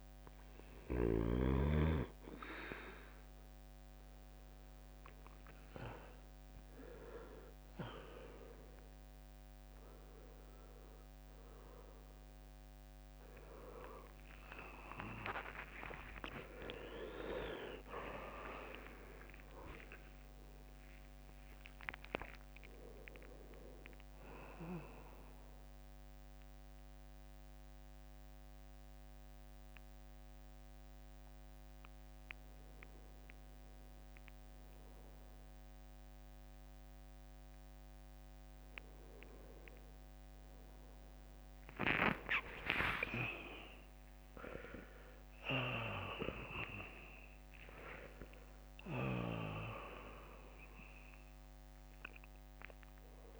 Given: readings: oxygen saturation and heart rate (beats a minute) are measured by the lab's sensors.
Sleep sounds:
a person awake in a sleep study, by a microphone on the trachea; none
0.00-1.00 s: snoring (device-marked)
10.00-33.00 s: drop in pulse transit time (device-marked, heart rate 71 before, 68 extreme)
13.00-53.40 s: new sleep stage, awake
From the record:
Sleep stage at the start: N2 (light sleep); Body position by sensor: on the right side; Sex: male

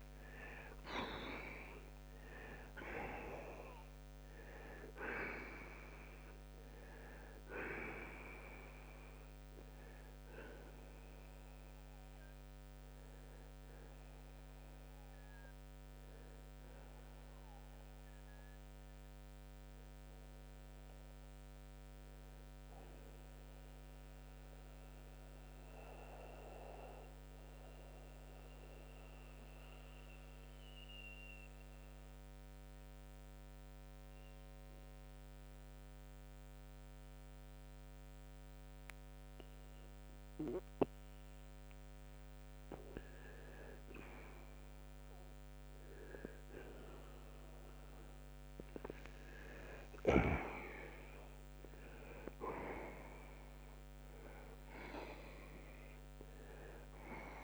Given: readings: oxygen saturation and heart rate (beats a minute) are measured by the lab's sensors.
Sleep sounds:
breathing in sleep by a microphone on the trachea; 1
0.50-30.50 s: new sleep stage, N1 (lightest sleep)
22.50-47.50 s: oxygen desaturation (device-marked, oxygen 93% before, 82% lowest, heart rate 87 before, 58 extreme)
25.50-42.50 s: central apnea (oxygen 94% before, 82% lowest, heart rate 81 before, 64 extreme, up 19 after)
30.50-57.44 s: new sleep stage, N2 (light sleep)
50.50-55.00 s: arousal
From the record:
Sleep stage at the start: N2 (light sleep); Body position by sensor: on the right side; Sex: male

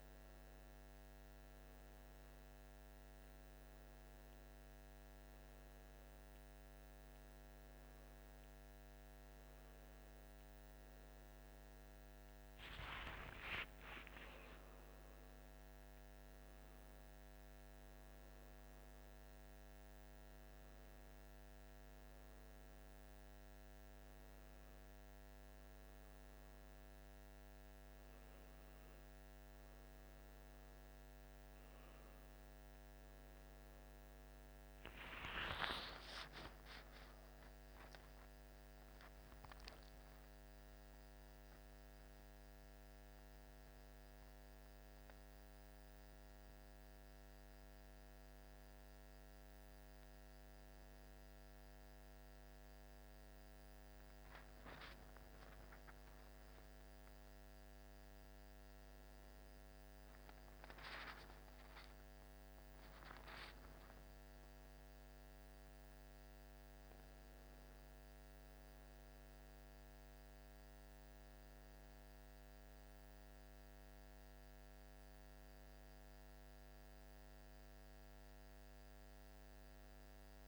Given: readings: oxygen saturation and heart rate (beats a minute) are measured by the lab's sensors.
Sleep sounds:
a person partly awake in a sleep study, by a microphone on the trachea; none
38.00-80.48 s: new sleep stage, N1 (lightest sleep)
From the record:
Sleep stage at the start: awake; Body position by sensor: on the back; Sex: male

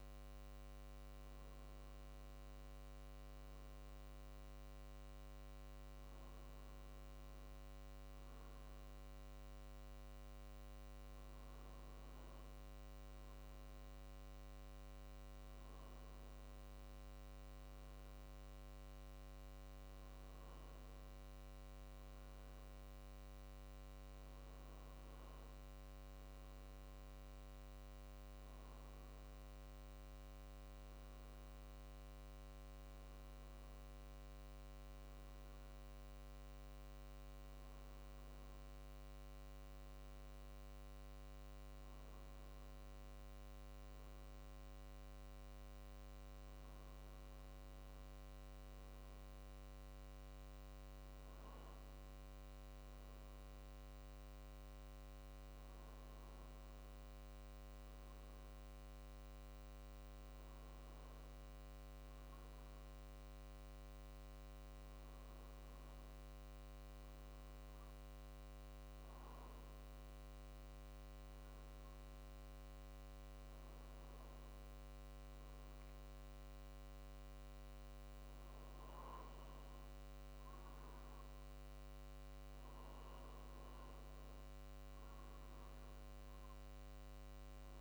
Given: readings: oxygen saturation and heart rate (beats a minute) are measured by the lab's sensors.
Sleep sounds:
breathing in sleep, hard to hear, by a microphone on the trachea; none
34.00-87.81 s: new sleep stage, N2 (light sleep)
From the record:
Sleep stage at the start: N1 (lightest sleep); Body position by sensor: on the right side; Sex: male

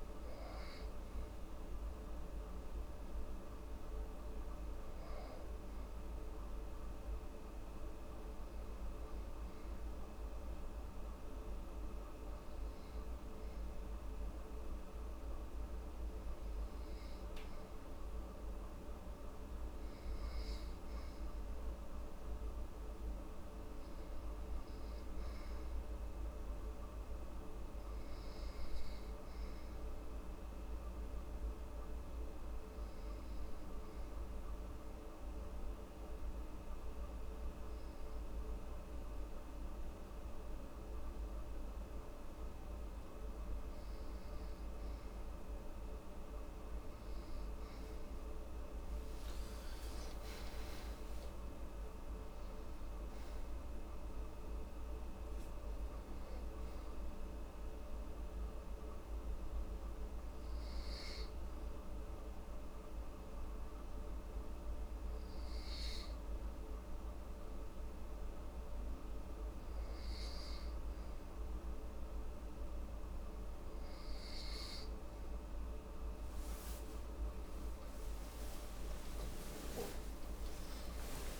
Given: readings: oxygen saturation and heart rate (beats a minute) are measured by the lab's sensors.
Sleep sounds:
breathing in sleep, hard to hear, by a room microphone; 2
5.50-17.00 s: obstructive apnea (oxygen 95% before, 88% lowest)
19.00-22.50 s: arousal
29.00-44.50 s: obstructive apnea (oxygen 96% before, 88% lowest)
48.00-53.50 s: arousal
62.00-81.39 s: new sleep stage, N1 (lightest sleep)
73.00-80.00 s: oxygen desaturation (device-marked, oxygen 94% before, 88% lowest)
78.50-81.39 s: arousal
From the record:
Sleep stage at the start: REM sleep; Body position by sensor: on the back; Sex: female

